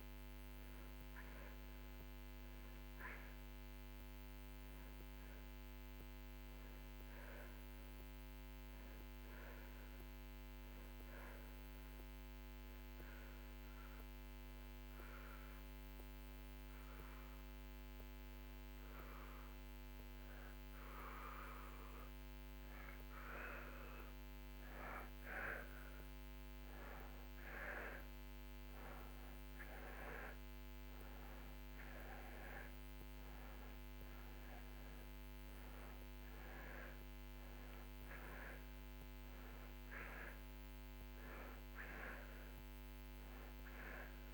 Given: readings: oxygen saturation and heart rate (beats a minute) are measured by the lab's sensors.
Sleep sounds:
breathing in sleep by a microphone on the trachea; 1
0.00-17.00 s: oxygen desaturation (device-marked, oxygen 88% lowest)
10.50-23.50 s: hypopnea (oxygen 97% before, 86% lowest)
26.50-31.00 s: arousal
34.00-44.34 s: oxygen desaturation (device-marked, oxygen 94% before, 86% lowest)
From the record:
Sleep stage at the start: N2 (light sleep); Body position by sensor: on the back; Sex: male

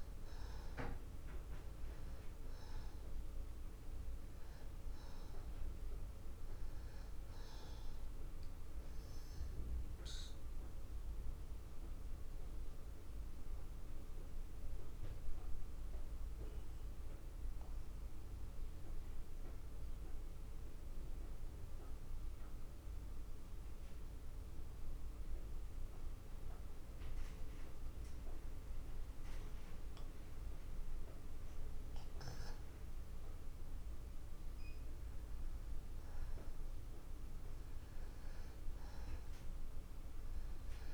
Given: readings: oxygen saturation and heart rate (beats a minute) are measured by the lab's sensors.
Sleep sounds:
breathing in sleep, hard to hear, by a room microphone; 1
0.00-24.50 s: oxygen desaturation (device-marked, oxygen 91% lowest, heart rate 60 extreme)
5.50-9.00 s: arousal
11.00-33.50 s: obstructive apnea (oxygen 97% before, 87% lowest, heart rate 73 before, 60 extreme, up 39 after)
34.50-37.50 s: arousal
From the record:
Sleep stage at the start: N2 (light sleep); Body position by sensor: on the back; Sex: male

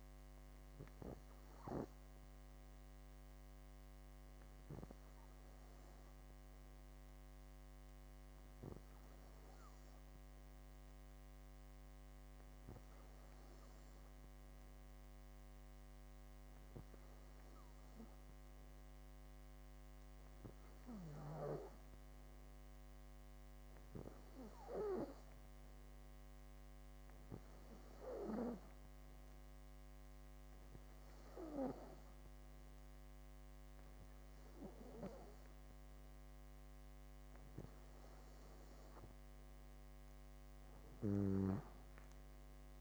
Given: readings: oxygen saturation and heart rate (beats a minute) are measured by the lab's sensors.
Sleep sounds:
breathing in sleep by a microphone on the trachea; none
none scored
From the record:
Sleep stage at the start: N2 (light sleep); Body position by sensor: on the back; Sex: female

